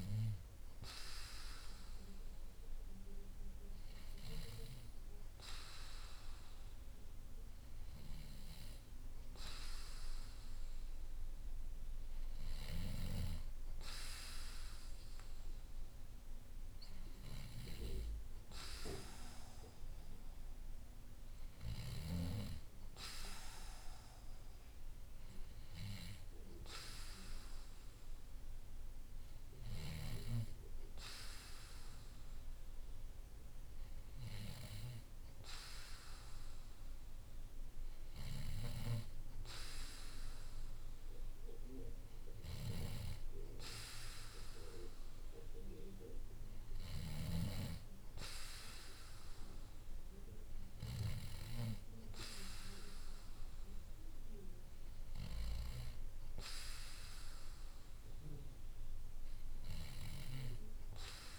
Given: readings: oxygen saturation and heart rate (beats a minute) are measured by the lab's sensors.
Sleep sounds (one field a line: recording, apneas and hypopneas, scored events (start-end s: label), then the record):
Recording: breathing in sleep by a room microphone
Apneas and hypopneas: none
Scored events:
none scored
From the record:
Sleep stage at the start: N2 (light sleep)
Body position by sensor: on the back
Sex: male